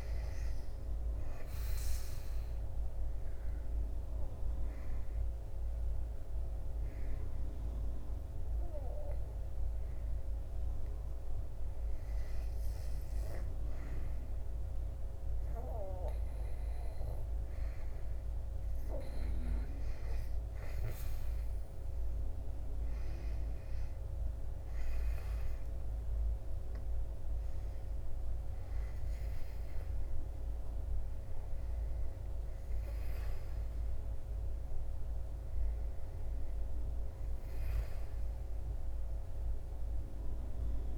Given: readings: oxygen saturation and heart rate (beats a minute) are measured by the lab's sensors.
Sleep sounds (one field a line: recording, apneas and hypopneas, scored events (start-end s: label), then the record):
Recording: breathing in sleep by a room microphone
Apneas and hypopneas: 1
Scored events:
0.00-10.00 s: oxygen desaturation (device-marked, oxygen 92% lowest, heart rate 69 extreme)
1.50-18.00 s: hypopnea (oxygen 97% before, 90% lowest, heart rate 80 before, 62 extreme, up 7 after)
24.50-28.50 s: arousal
35.00-40.98 s: oxygen desaturation (device-marked, oxygen 96% before, 90% lowest, heart rate 81 before, 66 extreme)
From the record:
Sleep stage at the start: REM sleep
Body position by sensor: on the back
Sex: male